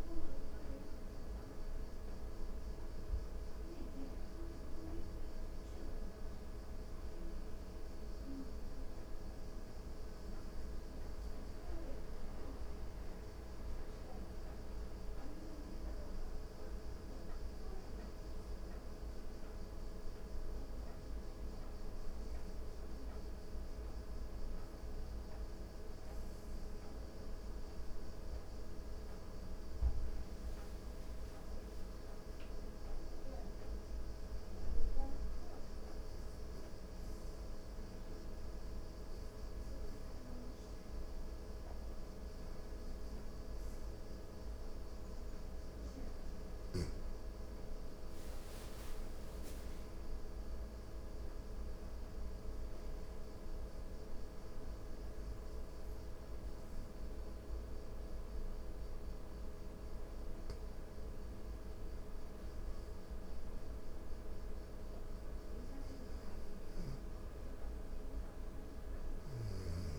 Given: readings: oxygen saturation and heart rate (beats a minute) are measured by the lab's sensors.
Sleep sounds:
breathing in sleep, hard to hear, by a room microphone; 4
1.00-11.00 s: obstructive apnea (oxygen 96% before, 90% lowest, heart rate 79 before, 77 extreme, up 0 after)
12.50-16.00 s: arousal
20.00-28.00 s: oxygen desaturation (device-marked, oxygen 95% before, 90% lowest, heart rate 78 before, 79 extreme)
20.50-30.50 s: obstructive apnea (oxygen 96% before, 90% lowest, heart rate 78 before, 79 extreme, up 2 after)
32.00-34.00 s: arousal
35.00-46.00 s: obstructive apnea (oxygen 95% before, 90% lowest, heart rate 78 before, 78 extreme, up 2 after)
47.00-50.50 s: arousal
53.00-68.00 s: oxygen desaturation (device-marked, oxygen 93% before, 90% lowest, heart rate 79 before, 78 extreme)
54.00-65.50 s: obstructive apnea (oxygen 95% before, 89% lowest, heart rate 79 before, 78 extreme, up 0 after)
68.00-69.99 s: arousal
From the record:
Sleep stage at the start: N2 (light sleep); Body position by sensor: on the back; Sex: female

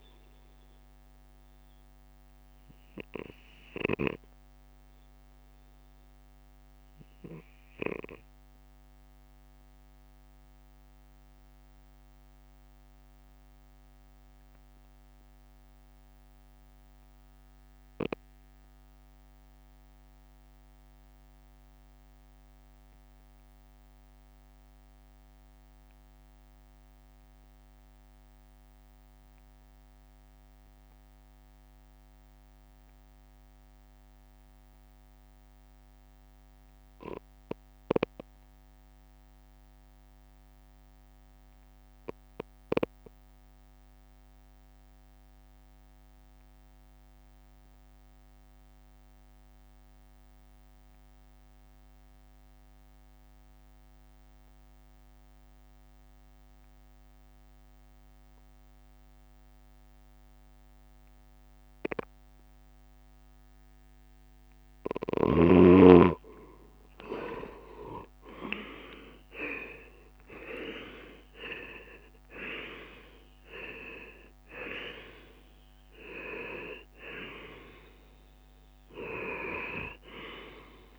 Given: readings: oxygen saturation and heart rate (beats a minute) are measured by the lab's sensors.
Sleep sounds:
breathing in sleep by a microphone on the trachea; 1
3.50-64.00 s: obstructive apnea (oxygen 94% before, 79% lowest, heart rate 57 before, 56 extreme, up 14 after)
12.00-24.00 s: drop in pulse transit time (device-marked, heart rate 56 before, 58 extreme)
38.00-80.99 s: oxygen desaturation (device-marked, oxygen 96% before, 79% lowest, heart rate 60 before, 55 extreme)
41.00-57.00 s: drop in pulse transit time (device-marked, heart rate 60 before, 58 extreme)
67.00-71.50 s: arousal
71.00-80.99 s: drop in pulse transit time (device-marked, heart rate 63 before, 71 extreme)
From the record:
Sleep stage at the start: N2 (light sleep); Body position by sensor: on the left side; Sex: male

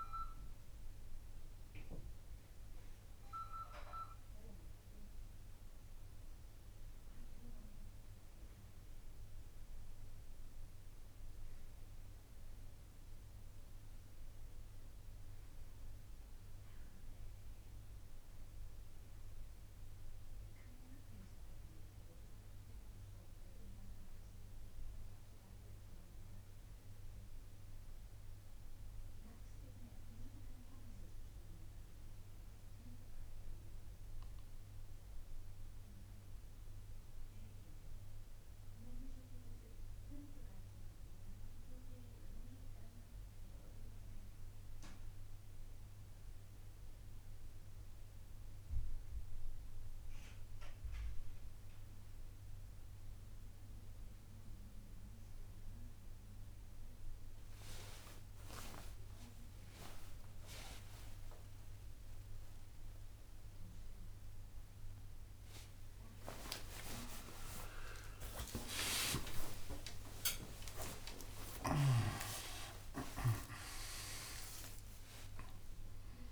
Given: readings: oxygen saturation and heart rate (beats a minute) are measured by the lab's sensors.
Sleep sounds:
a person partly awake in a sleep study, by a room microphone; none
2.50-12.50 s: oxygen desaturation (device-marked, oxygen 97% before, 91% lowest)
55.50-76.32 s: new sleep stage, awake
From the record:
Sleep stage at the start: N2 (light sleep); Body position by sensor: on the right side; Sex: male

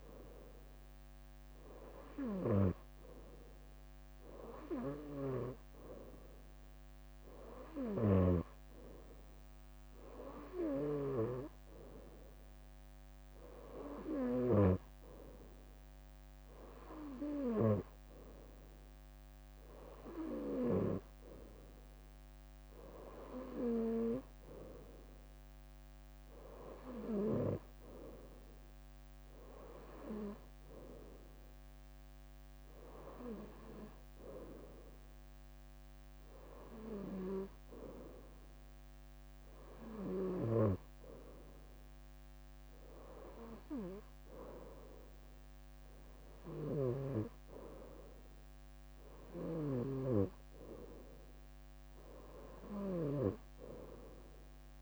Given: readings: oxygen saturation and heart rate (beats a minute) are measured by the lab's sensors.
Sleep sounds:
breathing in sleep by a microphone on the trachea; none
1.50-3.50 s: leg movement (device-marked)
4.00-6.00 s: leg movement (device-marked)
8.00-9.50 s: leg movement (device-marked)
10.00-12.00 s: leg movement (device-marked)
From the record:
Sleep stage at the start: N2 (light sleep); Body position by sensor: on the right side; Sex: female

